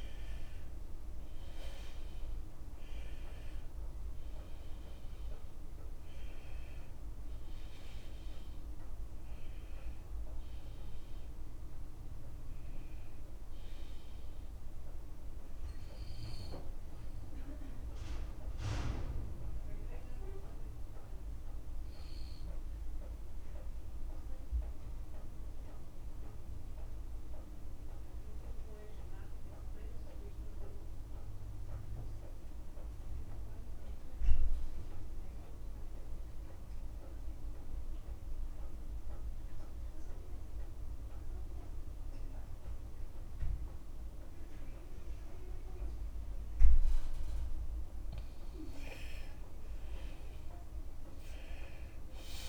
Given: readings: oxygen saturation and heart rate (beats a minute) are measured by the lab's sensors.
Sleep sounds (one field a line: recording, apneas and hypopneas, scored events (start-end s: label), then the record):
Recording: breathing in sleep by a room microphone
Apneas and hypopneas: 1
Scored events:
0.00-1.00 s: arousal
0.00-34.50 s: oxygen desaturation (device-marked, oxygen 84% lowest, heart rate 52 extreme)
2.50-4.50 s: long interval between heartbeats (device-marked, heart rate 68 before, 88 extreme)
5.00-7.00 s: long interval between heartbeats (device-marked, heart rate 72 before, 85 extreme)
10.00-12.00 s: long interval between heartbeats (device-marked, heart rate 79 before, 86 extreme)
12.50-14.50 s: long interval between heartbeats (device-marked, heart rate 84 before, 83 extreme)
15.50-17.50 s: long interval between heartbeats (device-marked, heart rate 88 before, 77 extreme)
18.50-20.50 s: tachycardia (device-marked, heart rate 58 before, 86 extreme)
22.00-24.00 s: long interval between heartbeats (device-marked, heart rate 85 before, 111 extreme)
23.50-48.00 s: mixed apnea (oxygen 94% before, 84% lowest, heart rate 87 before, 50 extreme, up 23 after)
48.50-50.50 s: long interval between heartbeats (device-marked, heart rate 53 before, 61 extreme)
49.50-52.49 s: arousal
From the record:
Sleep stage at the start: N2 (light sleep)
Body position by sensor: on the left side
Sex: male